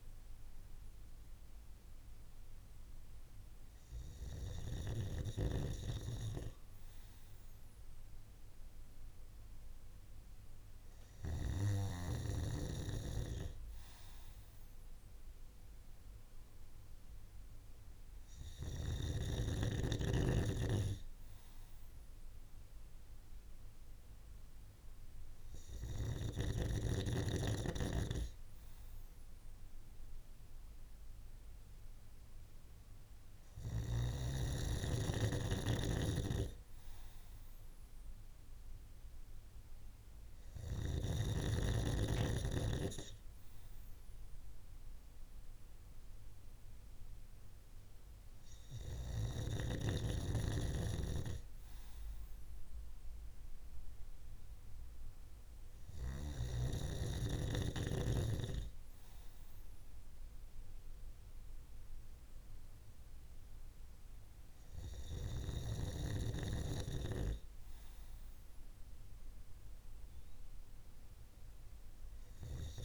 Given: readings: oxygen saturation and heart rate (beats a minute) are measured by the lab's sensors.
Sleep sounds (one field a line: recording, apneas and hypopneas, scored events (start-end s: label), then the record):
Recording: breathing in sleep by a room microphone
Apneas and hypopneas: none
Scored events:
35.00-40.00 s: snoring (device-marked)
From the record:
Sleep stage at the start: N2 (light sleep)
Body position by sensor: on the right side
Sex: male